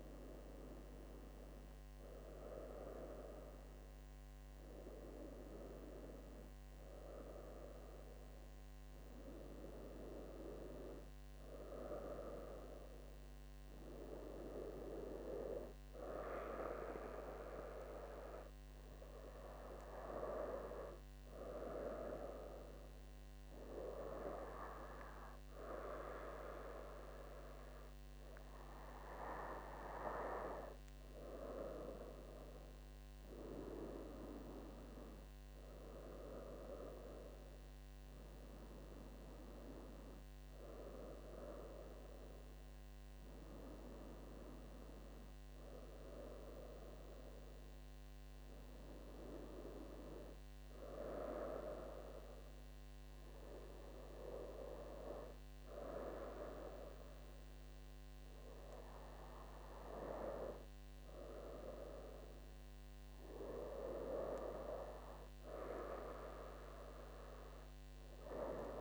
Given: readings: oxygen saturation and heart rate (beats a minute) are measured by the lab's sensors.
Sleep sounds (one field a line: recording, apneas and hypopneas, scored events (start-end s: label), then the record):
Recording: breathing in sleep by a microphone on the trachea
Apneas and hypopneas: none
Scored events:
4.00-68.81 s: new sleep stage, N2 (light sleep)
32.00-36.50 s: arousal
From the record:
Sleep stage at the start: N1 (lightest sleep)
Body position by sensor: on the right side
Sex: female